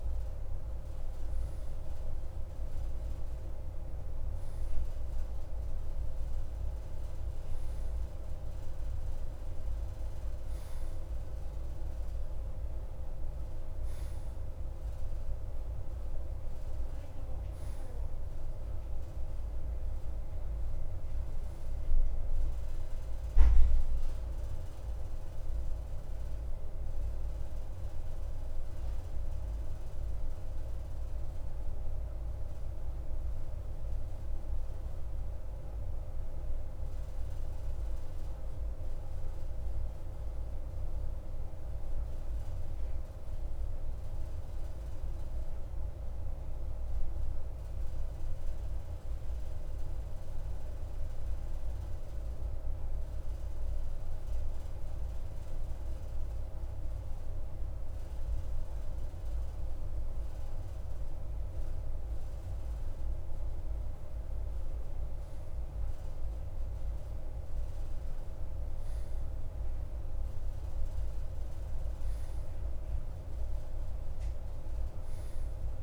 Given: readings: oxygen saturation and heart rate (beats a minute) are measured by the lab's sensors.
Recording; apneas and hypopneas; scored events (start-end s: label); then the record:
breathing in sleep, hard to hear, by a room microphone; 1
26.50-30.50 s: arousal
38.00-56.00 s: obstructive apnea (oxygen 95% before, 91% lowest, heart rate 58 before, 48 extreme, up 7 after)
60.50-63.50 s: arousal
From the record:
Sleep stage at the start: N2 (light sleep); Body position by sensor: on the right side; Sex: male